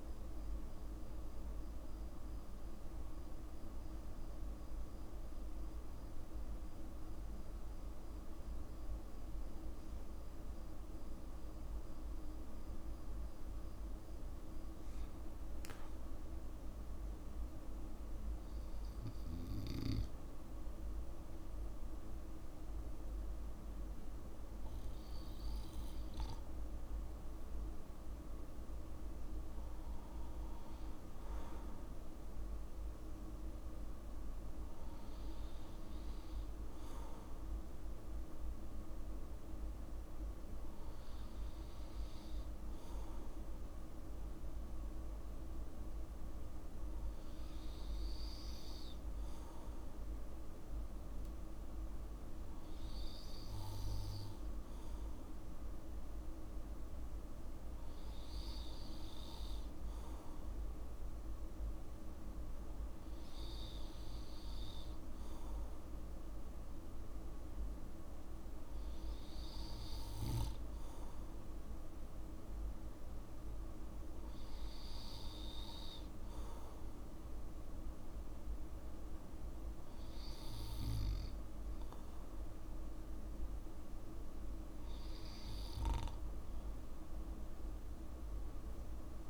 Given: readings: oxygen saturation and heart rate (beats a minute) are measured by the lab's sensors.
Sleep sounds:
breathing in sleep, hard to hear, by a room microphone; none
7.00-9.00 s: long interval between heartbeats (device-marked, heart rate 54 before, 59 extreme)
From the record:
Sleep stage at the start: N2 (light sleep); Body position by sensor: on the back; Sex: male

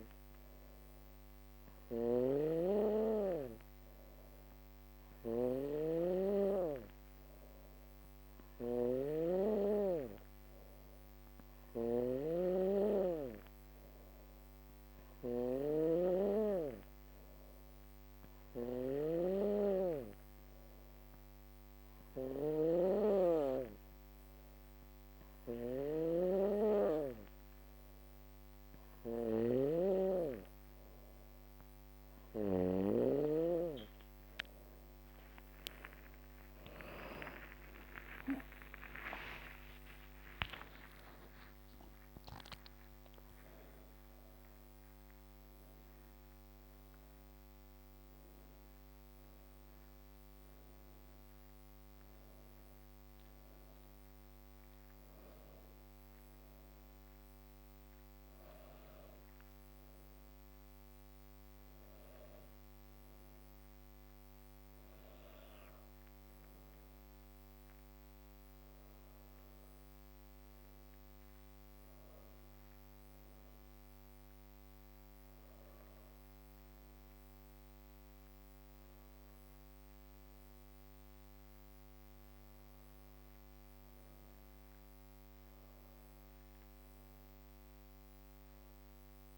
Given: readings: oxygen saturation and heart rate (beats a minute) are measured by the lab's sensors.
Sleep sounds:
breathing in sleep by a microphone on the trachea; none
0.00-31.50 s: snoring (device-marked)
35.00-40.00 s: arousal
41.50-55.50 s: drop in pulse transit time (device-marked, heart rate 67 before, 85 extreme)
From the record:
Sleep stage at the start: N2 (light sleep); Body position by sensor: on the back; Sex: female

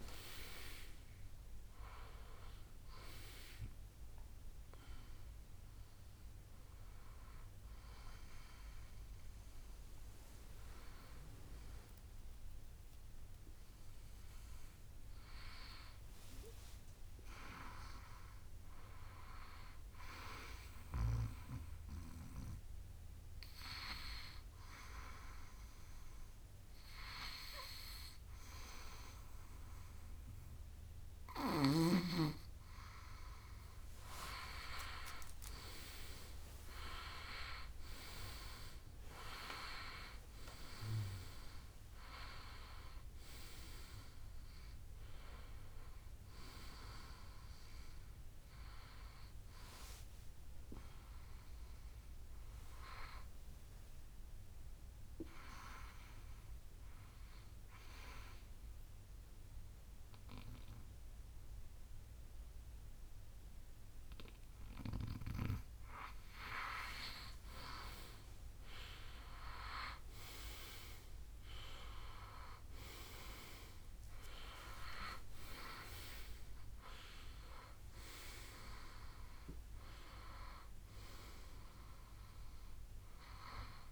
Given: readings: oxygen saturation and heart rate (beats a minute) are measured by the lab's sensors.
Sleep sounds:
breathing in sleep by a room microphone; 2
6.00-30.00 s: hypopnea (oxygen 99% before, 94% lowest, heart rate 70 before, 63 extreme, up 8 after)
31.50-36.00 s: arousal
54.50-67.00 s: obstructive apnea (oxygen 98% before, 94% lowest, heart rate 76 before, 64 extreme, up 14 after)
73.00-83.92 s: new sleep stage, awake
From the record:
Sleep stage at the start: N2 (light sleep); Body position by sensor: on the back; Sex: male

